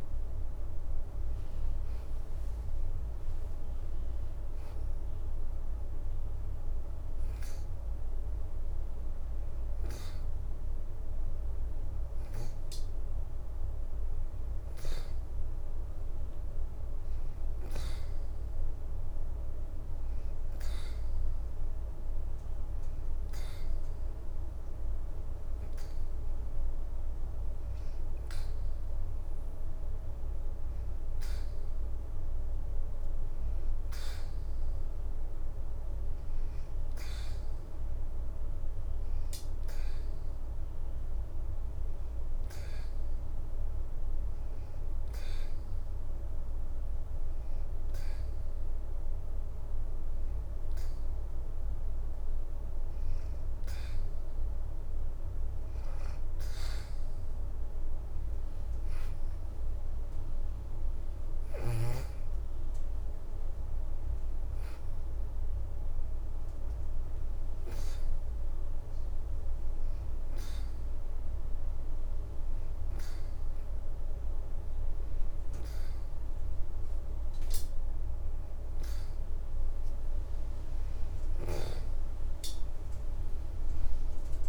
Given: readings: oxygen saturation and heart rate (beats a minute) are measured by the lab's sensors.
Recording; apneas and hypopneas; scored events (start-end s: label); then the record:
breathing in sleep, hard to hear, by a room microphone; 3
0.50-3.50 s: leg movement (device-marked)
18.00-28.00 s: hypopnea (oxygen 93% before, 87% lowest, heart rate 83 before, 81 extreme, up 3 after)
22.50-28.50 s: oxygen desaturation (device-marked, oxygen 93% before, 90% lowest, heart rate 83 before, 81 extreme)
30.00-34.50 s: arousal
36.50-46.50 s: oxygen desaturation (device-marked, oxygen 91% before, 88% lowest, heart rate 82 before, 81 extreme)
41.50-52.50 s: hypopnea (oxygen 93% before, 87% lowest, heart rate 82 before, 78 extreme, up 5 after)
57.00-62.00 s: arousal
62.50-78.50 s: oxygen desaturation (device-marked, oxygen 91% before, 87% lowest, heart rate 84 before, 78 extreme)
69.50-80.00 s: hypopnea (oxygen 91% before, 85% lowest, heart rate 84 before, 78 extreme, up 8 after)
82.00-84.49 s: arousal
From the record:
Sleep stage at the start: N2 (light sleep); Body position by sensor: on the back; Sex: female